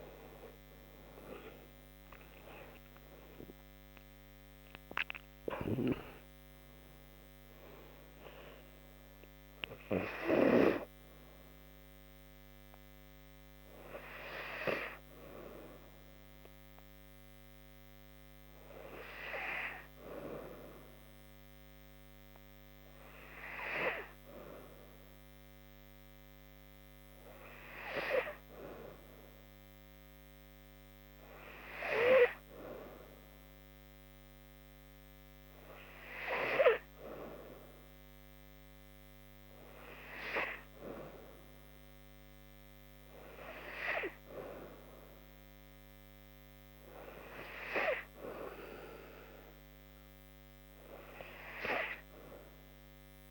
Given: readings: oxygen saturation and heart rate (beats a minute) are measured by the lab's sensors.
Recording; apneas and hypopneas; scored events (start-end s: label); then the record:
breathing in sleep by a microphone on the trachea; 1
0.00-4.00 s: arousal
17.00-41.00 s: hypopnea (oxygen 94% before, 92% lowest, heart rate 78 before, 70 extreme, up 3 after)
37.50-53.31 s: oxygen desaturation (device-marked, oxygen 97% before, 92% lowest, heart rate 71 before, 72 extreme)
42.50-45.00 s: arousal
From the record:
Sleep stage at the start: N2 (light sleep); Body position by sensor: on the back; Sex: female